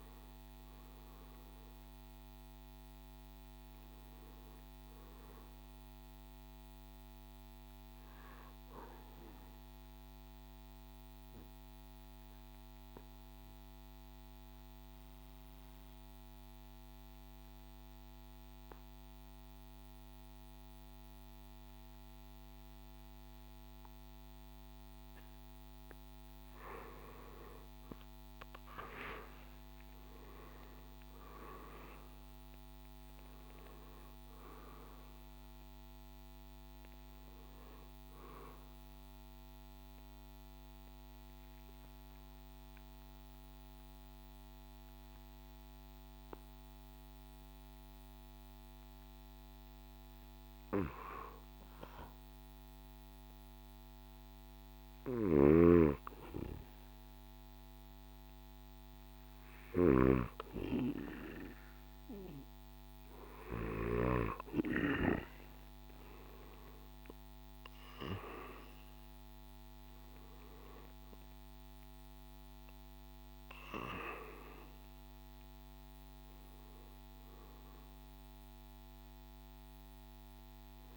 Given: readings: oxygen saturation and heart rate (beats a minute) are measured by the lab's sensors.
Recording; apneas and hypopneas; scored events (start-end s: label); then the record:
breathing in sleep by a microphone on the trachea; 2
0.00-1.00 s: arousal
0.00-9.50 s: drop in pulse transit time (device-marked, heart rate 60 extreme)
0.00-23.50 s: oxygen desaturation (device-marked, oxygen 90% lowest, heart rate 56 extreme)
7.50-25.50 s: obstructive apnea (oxygen 97% before, 88% lowest, heart rate 63 before, 56 extreme, up 9 after)
28.00-33.00 s: arousal
29.50-57.50 s: oxygen desaturation (device-marked, oxygen 97% before, 88% lowest, heart rate 59 before, 56 extreme)
30.50-44.50 s: drop in pulse transit time (device-marked, heart rate 59 before, 57 extreme)
40.50-63.50 s: hypopnea (oxygen 97% before, 88% lowest, heart rate 63 before, 57 extreme, up 5 after)
55.00-60.00 s: snoring (device-marked)
65.00-67.50 s: arousal
67.50-80.50 s: drop in pulse transit time (device-marked, heart rate 60 before, 62 extreme)
71.50-80.97 s: oxygen desaturation (device-marked, oxygen 96% before, 90% lowest, heart rate 61 before, 56 extreme)
From the record:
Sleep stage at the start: N2 (light sleep); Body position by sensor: on the back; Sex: male